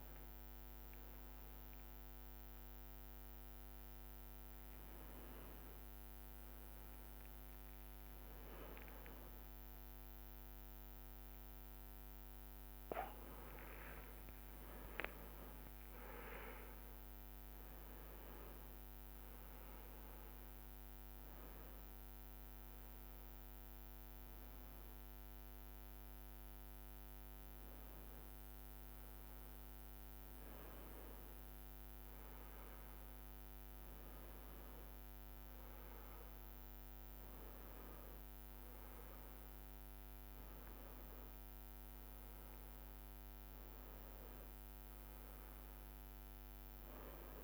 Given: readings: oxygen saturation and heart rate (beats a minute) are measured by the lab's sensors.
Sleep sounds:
a person awake in a sleep study, hard to hear, by a microphone on the trachea; none
0.00-2.00 s: drop in pulse transit time (device-marked, heart rate 69 extreme)
4.00-6.00 s: long interval between heartbeats (device-marked, heart rate 93 before, 78 extreme)
8.00-10.00 s: long interval between heartbeats (device-marked, heart rate 94 before, 83 extreme)
14.50-16.50 s: long interval between heartbeats (device-marked, heart rate 88 before, 71 extreme)
20.00-41.00 s: drop in pulse transit time (device-marked, heart rate 76 before, 63 extreme)
39.50-41.50 s: long interval between heartbeats (device-marked, heart rate 68 before, 74 extreme)
From the record:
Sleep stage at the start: awake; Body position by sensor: on the right side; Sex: male

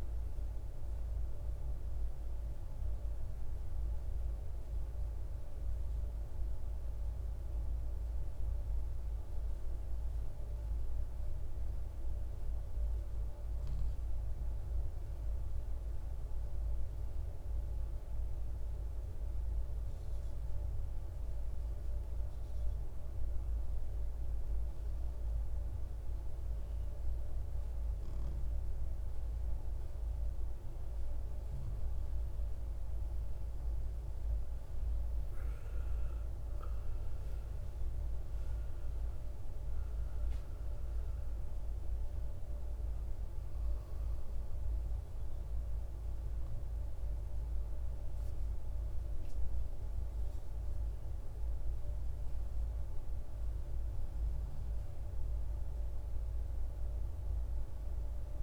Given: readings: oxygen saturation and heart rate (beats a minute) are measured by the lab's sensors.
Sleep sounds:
breathing in sleep, hard to hear, by a room microphone; 1
0.00-13.00 s: oxygen desaturation (device-marked, oxygen 88% lowest, heart rate 54 extreme)
5.50-29.50 s: hypopnea (oxygen 97% before, 88% lowest, heart rate 69 before, 55 extreme, up 10 after)
31.00-58.43 s: oxygen desaturation (device-marked, oxygen 98% before, 91% lowest, heart rate 57 before, 54 extreme)
31.50-34.50 s: arousal
From the record:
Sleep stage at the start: N2 (light sleep); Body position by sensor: on the right side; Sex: male

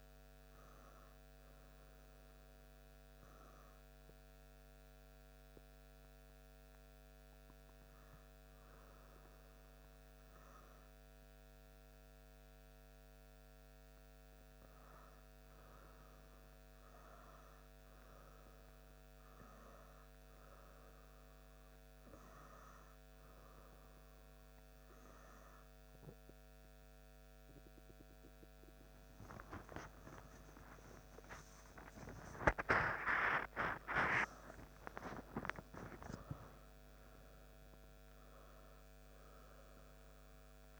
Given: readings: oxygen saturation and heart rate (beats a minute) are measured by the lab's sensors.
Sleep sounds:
breathing in sleep by a microphone on the trachea; 1
4.00-15.50 s: hypopnea (oxygen 100% before, 98% lowest, heart rate 96 before, 88 extreme)
18.50-22.00 s: arousal
30.00-36.00 s: arousal
From the record:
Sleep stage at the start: N1 (lightest sleep); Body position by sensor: on the back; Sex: male

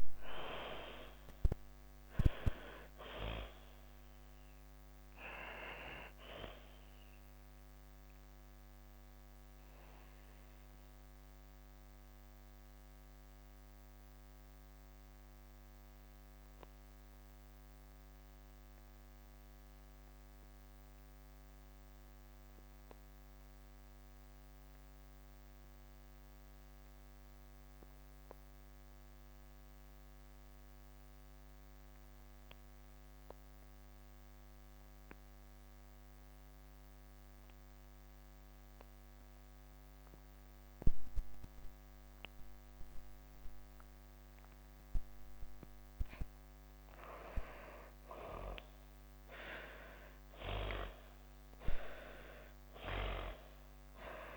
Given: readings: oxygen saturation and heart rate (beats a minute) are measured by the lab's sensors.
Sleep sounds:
breathing in sleep by a microphone on the trachea; 1
0.00-1.00 s: arousal
0.00-28.00 s: oxygen desaturation (device-marked, oxygen 81% lowest)
6.50-44.00 s: obstructive apnea (oxygen 99% before, 80% lowest)
42.00-54.37 s: oxygen desaturation (device-marked, oxygen 97% before, 80% lowest)
45.50-50.00 s: arousal
From the record:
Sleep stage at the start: N2 (light sleep); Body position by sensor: on the back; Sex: female

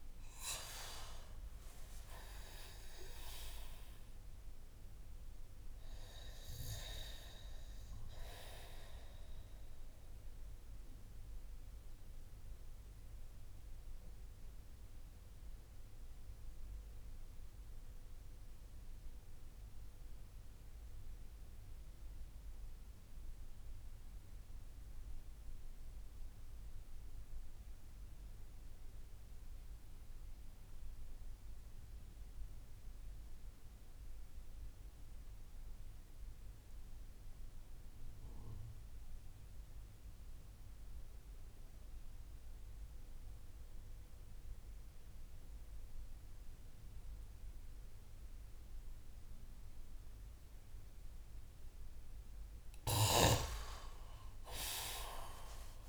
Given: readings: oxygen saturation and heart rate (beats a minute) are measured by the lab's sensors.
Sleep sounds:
breathing in sleep by a room microphone; 1
0.00-2.50 s: oxygen desaturation (device-marked, oxygen 92% lowest)
7.50-24.50 s: oxygen desaturation (device-marked, oxygen 93% before, 90% lowest)
11.50-50.50 s: mixed apnea (oxygen 96% before, 90% lowest)
46.50-55.89 s: oxygen desaturation (device-marked, oxygen 98% before, 94% lowest)
53.00-55.89 s: arousal
From the record:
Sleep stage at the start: N2 (light sleep); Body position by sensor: on the back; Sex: male

